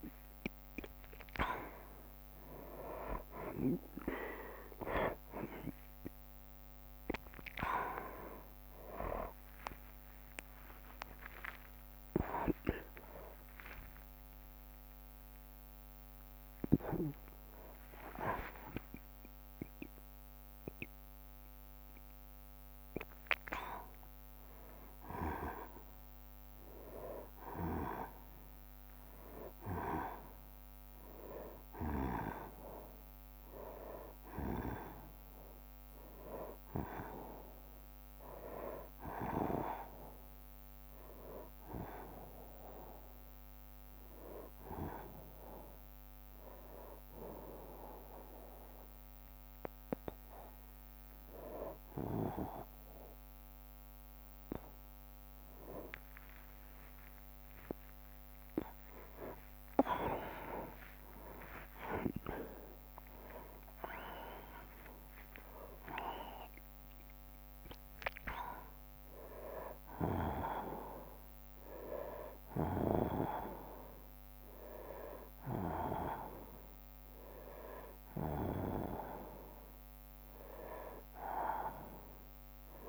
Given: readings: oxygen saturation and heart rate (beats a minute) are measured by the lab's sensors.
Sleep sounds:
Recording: breathing in sleep by a microphone on the trachea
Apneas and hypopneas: 1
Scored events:
3.00-25.00 s: drop in pulse transit time (device-marked, heart rate 58 before, 67 extreme)
4.00-36.00 s: oxygen desaturation (device-marked, oxygen 97% before, 91% lowest, heart rate 59 before, 64 extreme)
4.50-9.50 s: arousal
9.00-17.00 s: tachycardia (device-marked, heart rate 66 before, 138 extreme)
9.50-11.50 s: long interval between heartbeats (device-marked, heart rate 62 before, 83 extreme)
12.00-14.00 s: long interval between heartbeats (device-marked, heart rate 66 before, 110 extreme)
14.00-82.89 s: new sleep stage, N1 (lightest sleep)
16.00-18.00 s: long interval between heartbeats (device-marked, heart rate 79 before, 119 extreme)
41.00-52.50 s: hypopnea (oxygen 98% before, 92% lowest, heart rate 69 before, 64 extreme)
54.00-62.00 s: tachycardia (device-marked, heart rate 67 before, 143 extreme)
56.50-58.50 s: long interval between heartbeats (device-marked, heart rate 65 before, 93 extreme)
56.50-62.50 s: arousal
58.00-69.00 s: drop in pulse transit time (device-marked, heart rate 69 before, 75 extreme)
61.50-63.50 s: long interval between heartbeats (device-marked, heart rate 78 before, 126 extreme)
81.50-82.89 s: arousal
From the record:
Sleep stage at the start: N2 (light sleep)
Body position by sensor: on the right side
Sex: male

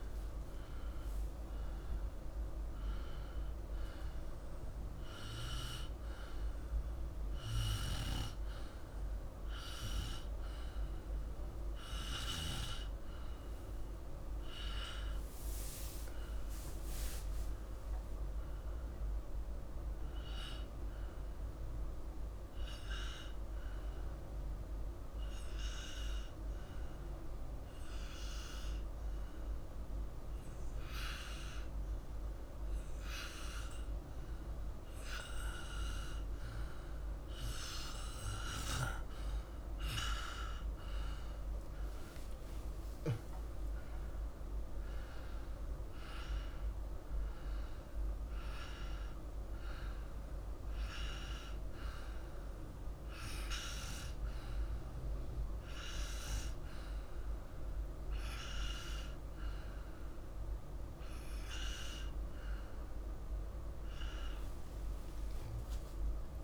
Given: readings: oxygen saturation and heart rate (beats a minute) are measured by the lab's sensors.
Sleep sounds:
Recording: breathing in sleep by a room microphone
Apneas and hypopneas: 1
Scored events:
25.00-37.00 s: hypopnea (oxygen 97% before, 93% lowest, heart rate 54 before, 48 extreme, up 9 after)
40.00-43.50 s: arousal
41.00-65.00 s: oxygen desaturation (device-marked, oxygen 97% before, 93% lowest, heart rate 52 before, 50 extreme)
From the record:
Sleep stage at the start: N2 (light sleep)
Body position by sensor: on the back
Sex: male

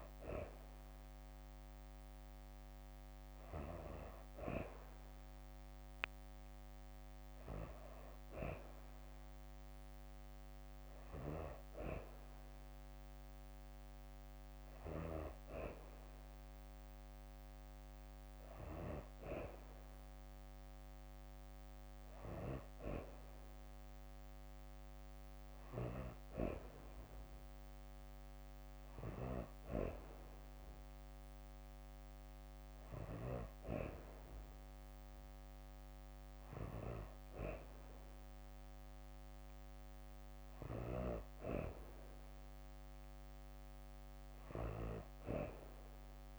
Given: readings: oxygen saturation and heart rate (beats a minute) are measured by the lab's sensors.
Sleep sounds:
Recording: breathing in sleep by a microphone on the trachea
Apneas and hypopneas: none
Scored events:
none scored
From the record:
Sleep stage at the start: N2 (light sleep)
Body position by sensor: on the back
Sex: female

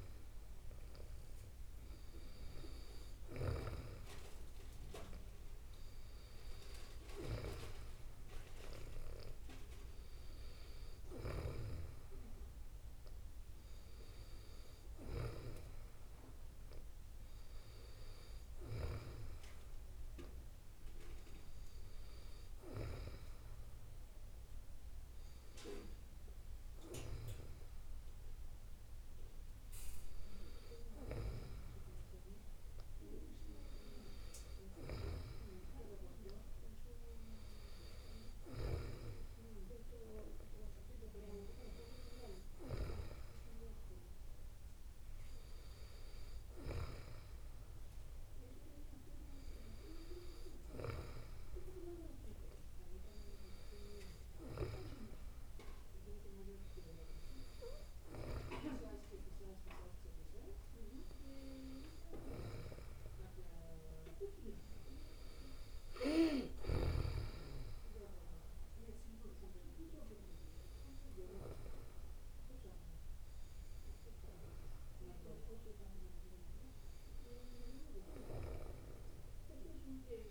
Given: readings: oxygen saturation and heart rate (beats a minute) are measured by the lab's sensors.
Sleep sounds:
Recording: breathing in sleep by a room microphone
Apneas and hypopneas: none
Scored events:
none scored
From the record:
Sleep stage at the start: N2 (light sleep)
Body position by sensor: on the back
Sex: female

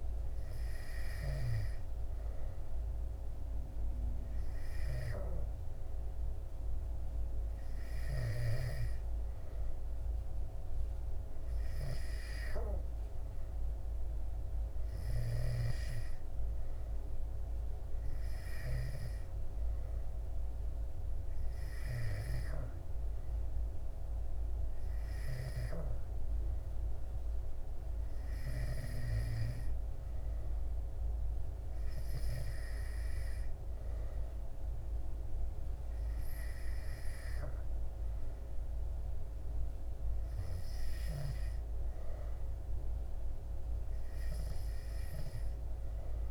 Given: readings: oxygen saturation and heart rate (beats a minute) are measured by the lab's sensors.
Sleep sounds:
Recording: breathing in sleep by a room microphone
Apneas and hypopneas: none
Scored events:
none scored
From the record:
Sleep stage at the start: N2 (light sleep)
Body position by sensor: on the back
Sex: male

